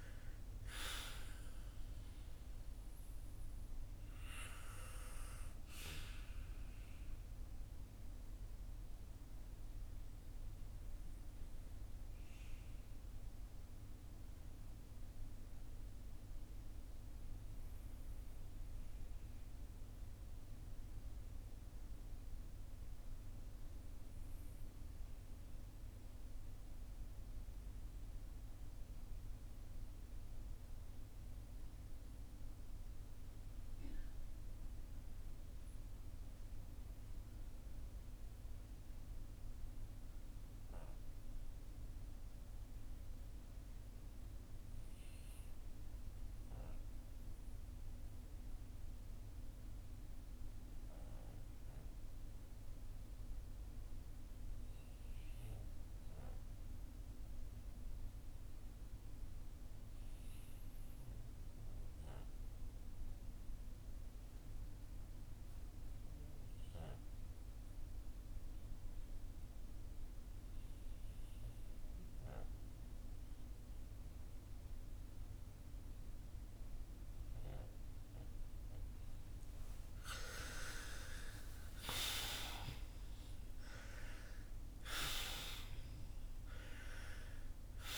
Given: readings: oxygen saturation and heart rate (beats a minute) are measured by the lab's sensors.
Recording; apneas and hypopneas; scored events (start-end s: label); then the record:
breathing in sleep by a room microphone; 1
0.00-34.00 s: oxygen desaturation (device-marked, oxygen 79% lowest, heart rate 44 extreme)
4.00-87.98 s: new sleep stage, REM sleep
6.50-79.00 s: obstructive apnea (oxygen 92% before, 72% lowest, heart rate 63 before, 44 extreme, up 18 after)
49.00-87.98 s: oxygen desaturation (device-marked, oxygen 97% before, 72% lowest, heart rate 50 before, 54 extreme)
80.50-85.50 s: arousal
From the record:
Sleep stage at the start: N2 (light sleep); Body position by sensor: on the back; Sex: male